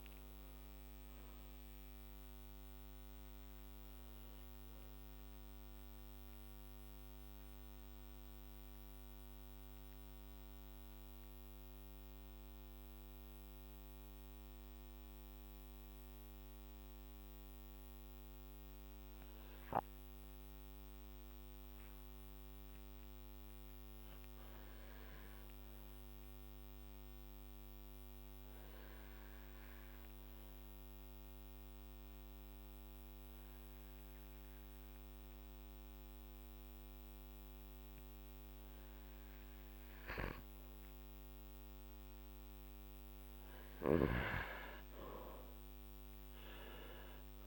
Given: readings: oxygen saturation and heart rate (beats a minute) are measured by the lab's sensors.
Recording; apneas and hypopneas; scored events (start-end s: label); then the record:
breathing in sleep by a microphone on the trachea; 1
6.00-43.00 s: mixed apnea (oxygen 99% before, 94% lowest, heart rate 60 before, 52 extreme, up 6 after)
44.50-47.47 s: arousal
From the record:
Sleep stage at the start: N2 (light sleep); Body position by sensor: on the back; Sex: male